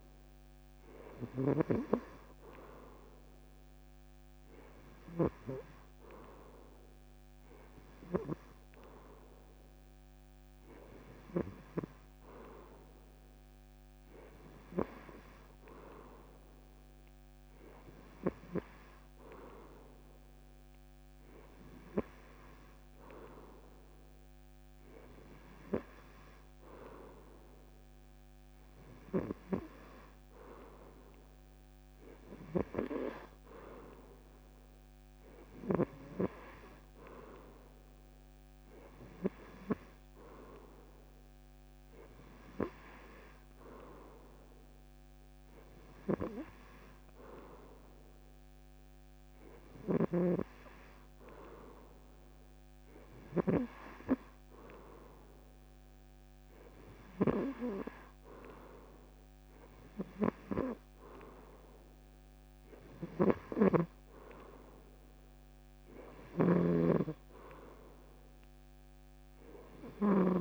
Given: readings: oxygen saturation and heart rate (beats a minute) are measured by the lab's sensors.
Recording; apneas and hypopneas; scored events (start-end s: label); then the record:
breathing in sleep by a microphone on the trachea; none
49.50-53.50 s: snoring (device-marked)
63.00-70.41 s: snoring (device-marked)
From the record:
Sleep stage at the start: N2 (light sleep); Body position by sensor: on the back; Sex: male